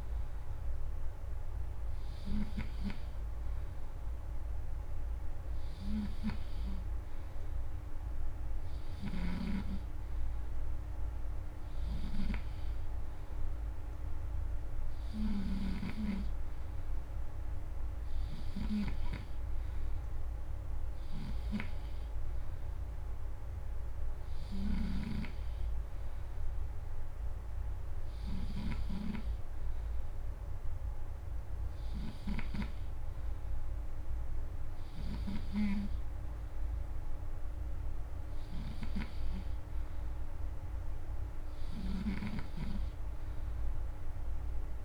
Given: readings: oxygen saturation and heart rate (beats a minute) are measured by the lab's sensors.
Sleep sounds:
breathing in sleep by a room microphone; none
8.50-42.00 s: snoring (device-marked)
From the record:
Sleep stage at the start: N3 (deep sleep); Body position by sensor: on the back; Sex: male

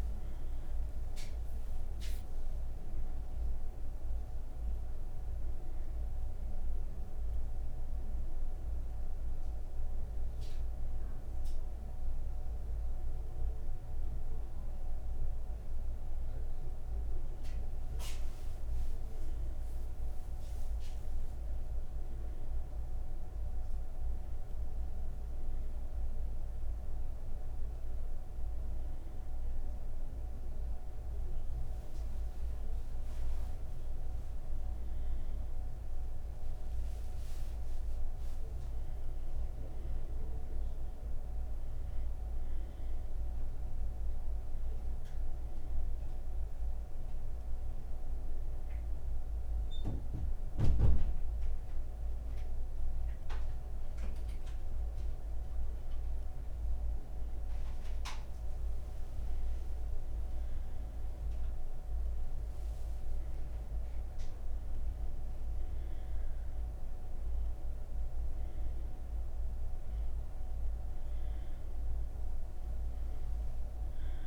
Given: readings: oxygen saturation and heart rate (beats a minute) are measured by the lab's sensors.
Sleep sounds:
breathing in sleep, hard to hear, by a room microphone; none
none scored
From the record:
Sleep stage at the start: N3 (deep sleep); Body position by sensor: on the right side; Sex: female

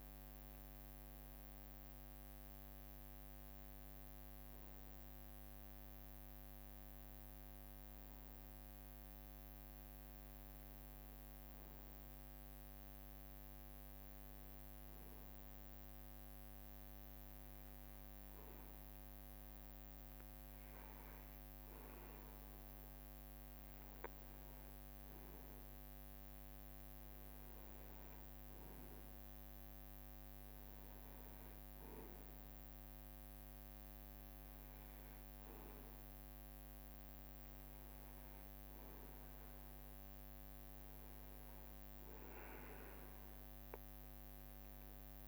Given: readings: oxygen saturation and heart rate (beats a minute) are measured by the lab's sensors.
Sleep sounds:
breathing in sleep, hard to hear, by a microphone on the trachea; none
none scored
From the record:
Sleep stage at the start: N1 (lightest sleep); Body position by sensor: on the right side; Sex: male

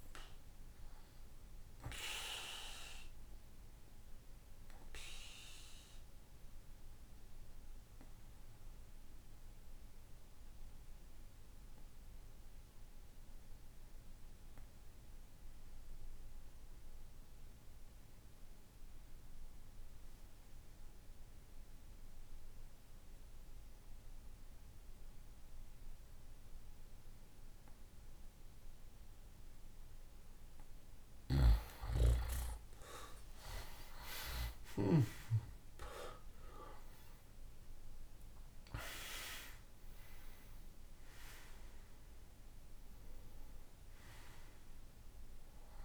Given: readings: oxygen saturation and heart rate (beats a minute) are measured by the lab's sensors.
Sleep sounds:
breathing in sleep by a room microphone; 1
1.50-28.50 s: obstructive apnea (oxygen 97% before, 89% lowest, heart rate 64 before, 60 extreme, up 16 after)
29.00-45.84 s: oxygen desaturation (device-marked, oxygen 96% before, 89% lowest, heart rate 63 before, 56 extreme)
30.00-34.00 s: snoring (device-marked)
32.50-38.00 s: arousal
From the record:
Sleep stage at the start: N2 (light sleep); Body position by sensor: on the back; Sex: male

